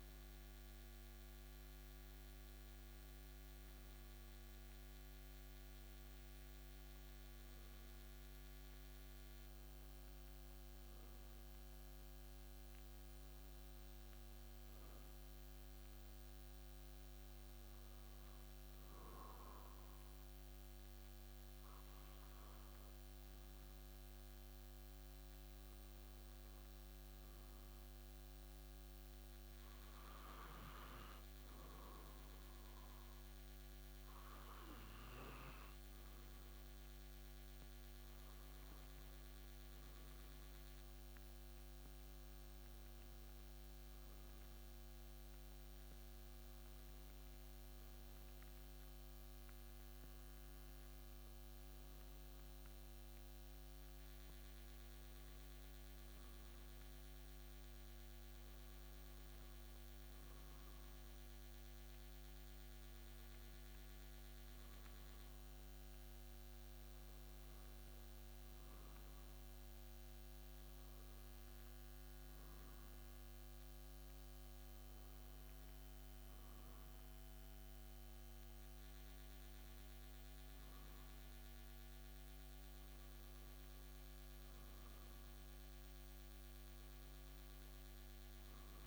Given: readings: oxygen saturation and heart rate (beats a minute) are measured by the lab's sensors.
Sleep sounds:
breathing in sleep, hard to hear, by a microphone on the trachea; none
none scored
From the record:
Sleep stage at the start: N2 (light sleep); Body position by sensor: on the back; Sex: male

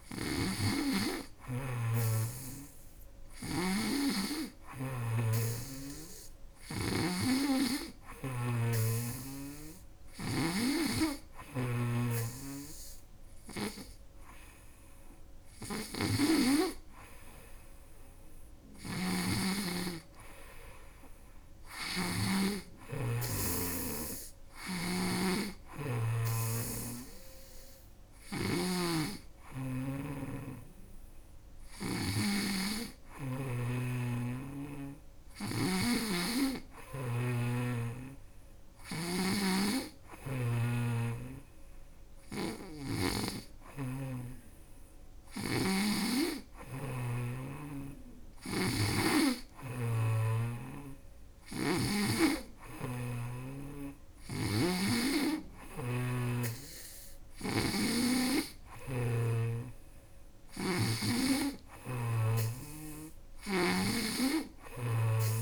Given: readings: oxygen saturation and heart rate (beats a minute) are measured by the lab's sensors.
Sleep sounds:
breathing in sleep by a room microphone; none
0.00-31.50 s: snoring (device-marked)
38.50-42.50 s: snoring (device-marked)
52.00-58.50 s: snoring (device-marked)
63.00-65.42 s: snoring (device-marked)
From the record:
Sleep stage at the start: N2 (light sleep); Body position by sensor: on the back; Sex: female

